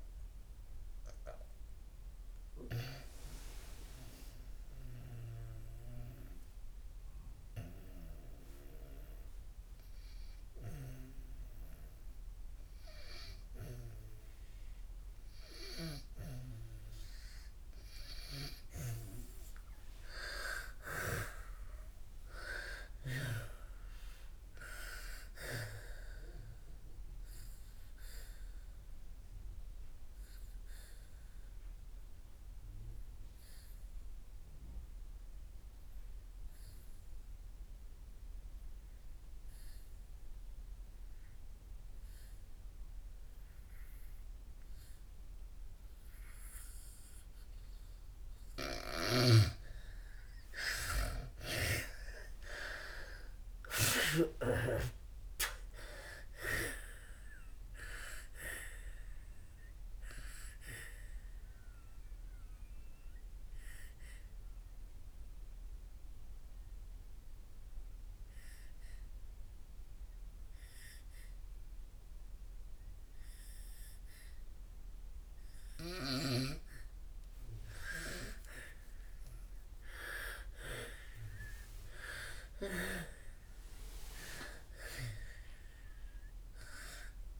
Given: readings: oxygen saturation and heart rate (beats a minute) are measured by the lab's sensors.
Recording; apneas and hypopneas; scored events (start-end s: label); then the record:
breathing in sleep by a room microphone; 3
0.00-16.00 s: oxygen desaturation (device-marked, oxygen 79% lowest, heart rate 60 extreme)
4.00-18.00 s: obstructive apnea (oxygen 99% before, 79% lowest, heart rate 69 before, 61 extreme, up 9 after)
19.00-23.50 s: arousal
28.00-47.50 s: obstructive apnea (oxygen 99% before, 80% lowest, heart rate 68 before, 61 extreme, up 6 after)
42.00-78.00 s: oxygen desaturation (device-marked, oxygen 97% before, 80% lowest, heart rate 67 before, 59 extreme)
51.00-54.50 s: arousal
61.50-76.50 s: obstructive apnea (oxygen 97% before, 80% lowest, heart rate 66 before, 59 extreme, up 10 after)
78.00-87.40 s: new sleep stage, awake
From the record:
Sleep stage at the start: N2 (light sleep); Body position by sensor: on the back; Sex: female